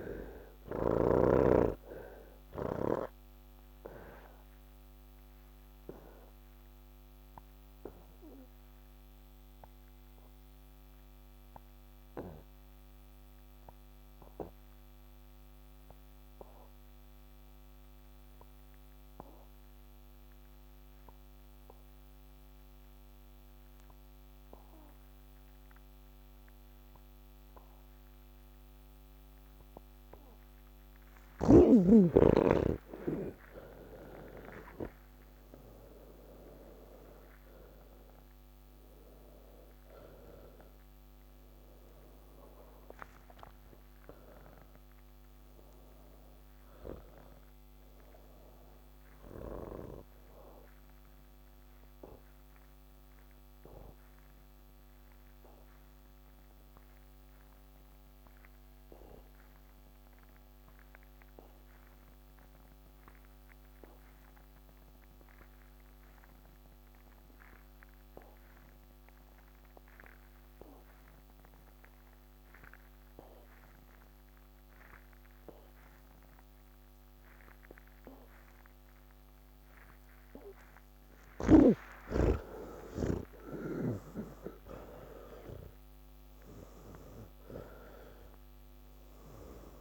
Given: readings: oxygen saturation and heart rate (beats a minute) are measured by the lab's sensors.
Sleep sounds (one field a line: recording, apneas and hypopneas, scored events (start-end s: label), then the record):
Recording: breathing in sleep by a microphone on the trachea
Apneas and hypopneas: 2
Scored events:
0.00-1.50 s: snoring (device-marked)
0.00-15.00 s: oxygen desaturation (device-marked, oxygen 83% lowest, heart rate 33 extreme)
2.50-31.00 s: obstructive apnea (oxygen 99% before, 82% lowest, heart rate 78 before, 33 extreme)
12.00-89.81 s: new sleep stage, N1 (lightest sleep)
27.00-61.00 s: oxygen desaturation (device-marked, oxygen 98% before, 82% lowest, heart rate 63 before, 80 extreme)
52.50-81.00 s: obstructive apnea (oxygen 97% before, 83% lowest, heart rate 168 before, 80 extreme, up 34 after)
75.00-89.81 s: oxygen desaturation (device-marked, oxygen 98% before, 84% lowest, heart rate 156 before, 80 extreme)
From the record:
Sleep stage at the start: N3 (deep sleep)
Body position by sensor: on the back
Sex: male